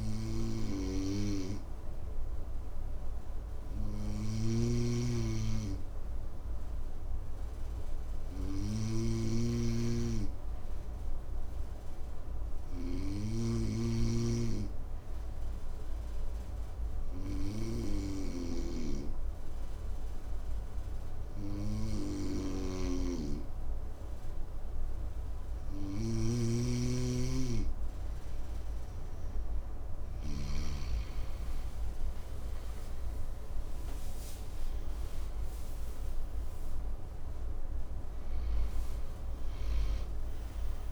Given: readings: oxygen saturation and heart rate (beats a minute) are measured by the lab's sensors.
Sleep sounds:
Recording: breathing in sleep by a room microphone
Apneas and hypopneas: 1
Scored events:
0.00-26.00 s: oxygen desaturation (device-marked, oxygen 94% lowest, heart rate 55 extreme)
0.00-30.00 s: snoring (device-marked)
12.50-28.00 s: obstructive apnea (oxygen 98% before, 94% lowest, heart rate 55 before, 55 extreme, up 12 after)
31.00-37.00 s: arousal
From the record:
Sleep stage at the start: N2 (light sleep)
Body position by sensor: on the back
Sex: male

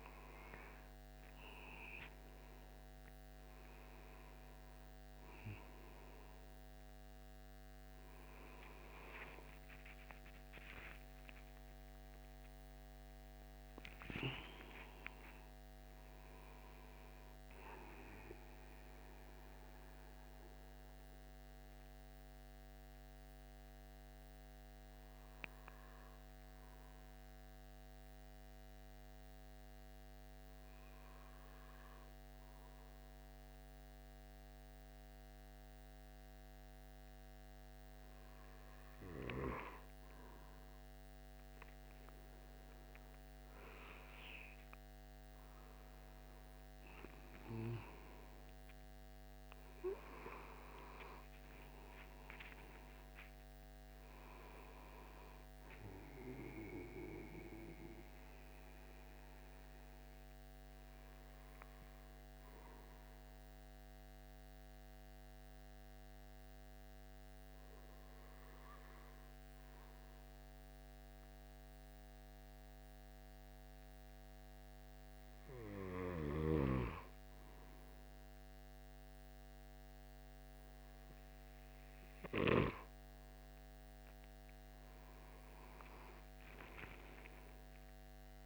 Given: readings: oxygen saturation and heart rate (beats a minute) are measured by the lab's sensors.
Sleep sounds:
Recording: breathing in sleep by a microphone on the trachea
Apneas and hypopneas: 2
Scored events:
9.00-13.50 s: arousal
20.00-38.00 s: hypopnea (oxygen 95% before, 93% lowest, heart rate 98 before, 70 extreme, up 21 after)
40.00-44.00 s: arousal
42.00-67.00 s: oxygen desaturation (device-marked, oxygen 96% before, 93% lowest, heart rate 72 before, 72 extreme)
58.50-74.50 s: hypopnea (oxygen 96% before, 93% lowest, heart rate 89 before, 71 extreme, up 5 after)
85.00-88.46 s: arousal
From the record:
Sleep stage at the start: N2 (light sleep)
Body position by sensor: on the right side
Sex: male

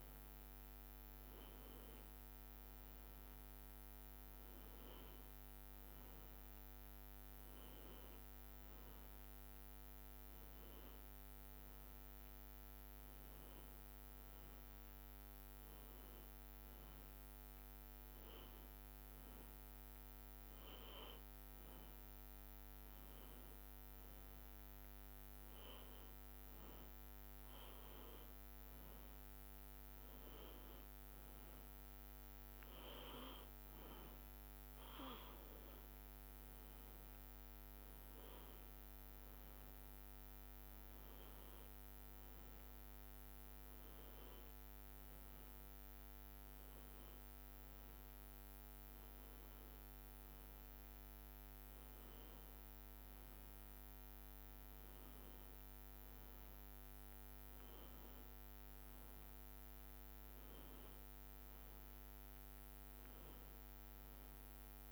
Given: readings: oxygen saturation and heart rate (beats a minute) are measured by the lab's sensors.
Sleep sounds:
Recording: breathing in sleep, hard to hear, by a microphone on the trachea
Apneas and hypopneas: none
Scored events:
16.50-38.50 s: drop in pulse transit time (device-marked, heart rate 67 before, 63 extreme)
58.50-64.92 s: drop in pulse transit time (device-marked, heart rate 65 before, 66 extreme)
62.50-64.92 s: arousal
From the record:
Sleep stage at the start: N1 (lightest sleep)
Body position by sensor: on the back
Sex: male

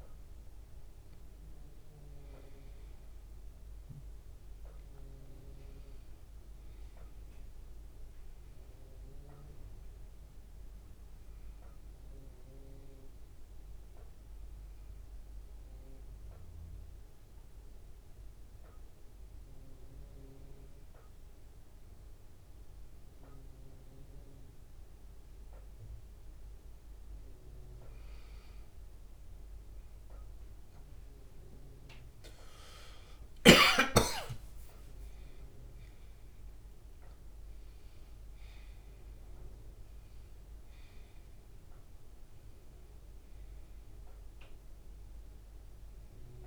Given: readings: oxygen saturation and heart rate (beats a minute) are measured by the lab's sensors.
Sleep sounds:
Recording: breathing in sleep by a room microphone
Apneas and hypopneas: 1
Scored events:
6.50-16.50 s: oxygen desaturation (device-marked, oxygen 97% before, 93% lowest, heart rate 73 before, 71 extreme)
15.50-27.00 s: hypopnea (oxygen 97% before, 93% lowest, heart rate 75 before, 71 extreme, up 16 after)
31.00-35.50 s: arousal
41.50-46.47 s: oxygen desaturation (device-marked, oxygen 97% before, 93% lowest, heart rate 79 before, 72 extreme)
From the record:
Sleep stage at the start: N1 (lightest sleep)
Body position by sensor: on the back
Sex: male

